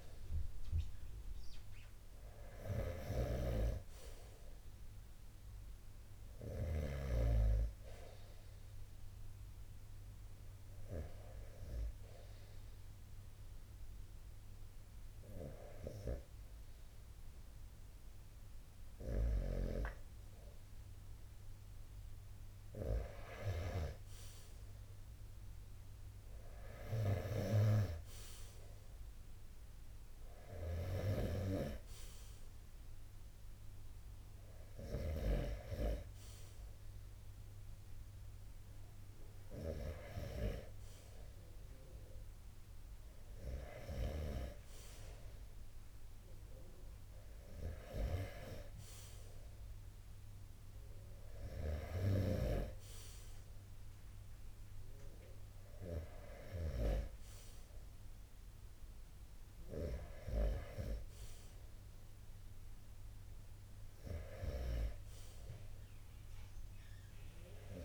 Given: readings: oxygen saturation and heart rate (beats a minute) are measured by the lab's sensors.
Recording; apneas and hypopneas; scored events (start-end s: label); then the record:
breathing in sleep by a room microphone; 1
0.00-6.00 s: snoring (device-marked)
10.50-21.50 s: obstructive apnea (oxygen 90% before, 86% lowest)
15.50-25.50 s: oxygen desaturation (device-marked, oxygen 89% before, 86% lowest, heart rate 41 before, 43 extreme)
24.00-27.50 s: arousal
29.50-34.50 s: snoring (device-marked)
50.50-56.00 s: snoring (device-marked)
From the record:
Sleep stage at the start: REM sleep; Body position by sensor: on the right side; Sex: male